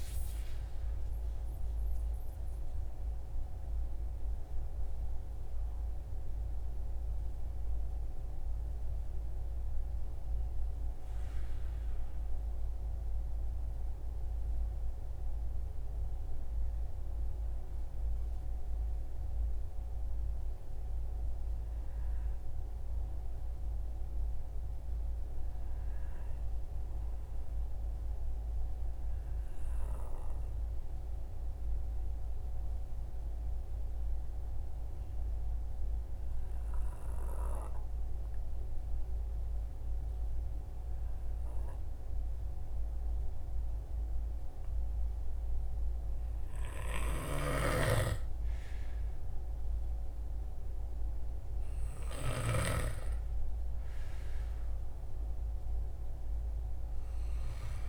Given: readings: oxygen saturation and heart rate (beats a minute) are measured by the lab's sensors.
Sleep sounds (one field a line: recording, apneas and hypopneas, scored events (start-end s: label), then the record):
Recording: breathing in sleep by a room microphone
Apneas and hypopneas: 1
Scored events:
0.00-11.00 s: oxygen desaturation (device-marked, oxygen 90% lowest, heart rate 58 extreme)
21.00-24.50 s: arousal
27.00-46.00 s: obstructive apnea (oxygen 97% before, 90% lowest, heart rate 60 before, 58 extreme, up 5 after)
45.00-57.89 s: oxygen desaturation (device-marked, oxygen 95% before, 90% lowest, heart rate 62 before, 58 extreme)
52.00-55.50 s: arousal
From the record:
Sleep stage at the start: N2 (light sleep)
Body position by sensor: on the right side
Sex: male